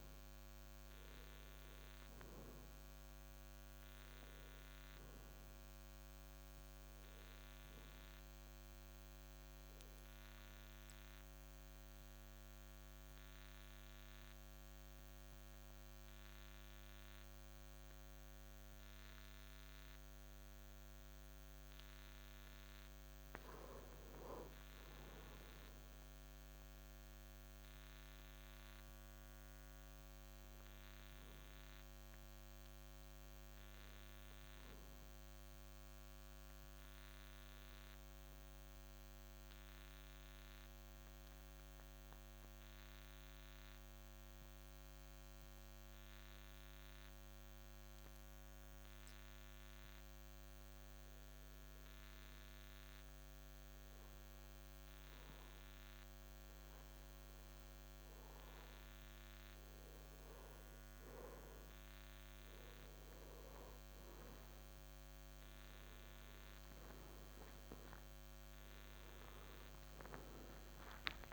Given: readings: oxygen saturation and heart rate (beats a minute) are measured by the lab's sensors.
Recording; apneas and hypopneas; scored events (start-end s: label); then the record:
breathing in sleep, hard to hear, by a microphone on the trachea; 2
1.50-18.50 s: oxygen desaturation (device-marked, oxygen 94% before, 90% lowest, heart rate 55 before, 52 extreme)
3.50-8.00 s: arousal
10.50-21.50 s: central apnea (oxygen 95% before, 90% lowest, heart rate 56 before, 52 extreme, up 0 after)
25.00-30.00 s: arousal
36.00-58.00 s: hypopnea (oxygen 94% before, 88% lowest, heart rate 53 before, 53 extreme, up 11 after)
61.50-65.50 s: arousal
From the record:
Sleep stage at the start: N2 (light sleep); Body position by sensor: on the back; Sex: male